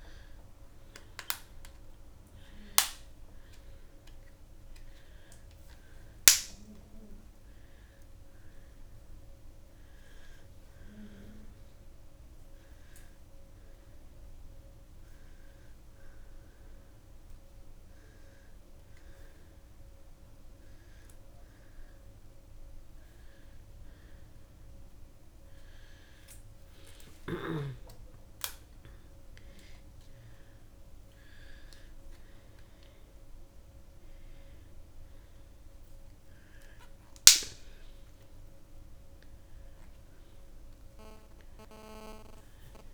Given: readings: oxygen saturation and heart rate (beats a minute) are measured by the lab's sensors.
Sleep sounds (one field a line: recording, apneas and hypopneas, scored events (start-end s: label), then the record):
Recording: a person awake in a sleep study, by a room microphone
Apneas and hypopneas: none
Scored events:
none scored
From the record:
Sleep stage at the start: awake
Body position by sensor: on the back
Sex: female